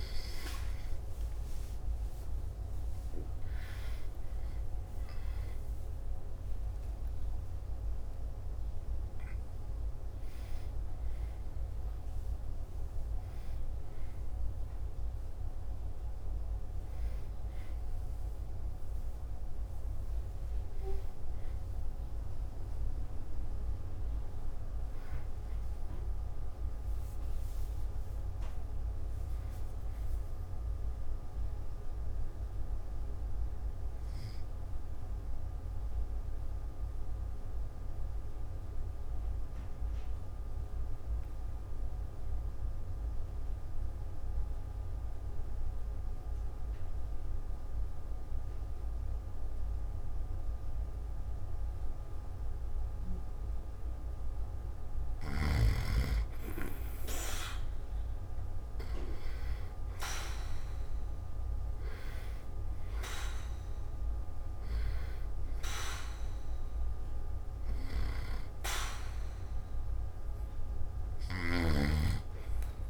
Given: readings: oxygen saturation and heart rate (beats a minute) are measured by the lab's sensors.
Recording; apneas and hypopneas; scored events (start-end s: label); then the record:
breathing in sleep by a room microphone; 1
0.50-6.50 s: arousal
18.50-24.50 s: oxygen desaturation (device-marked, oxygen 98% before, 95% lowest, heart rate 59 before, 53 extreme)
28.50-32.50 s: arousal
37.00-54.00 s: obstructive apnea (oxygen 98% before, 91% lowest, heart rate 58 before, 50 extreme, up 1 after)
58.00-62.50 s: arousal
59.50-72.90 s: oxygen desaturation (device-marked, oxygen 98% before, 94% lowest, heart rate 52 before, 52 extreme)
From the record:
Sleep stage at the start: N2 (light sleep); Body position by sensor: on the back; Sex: male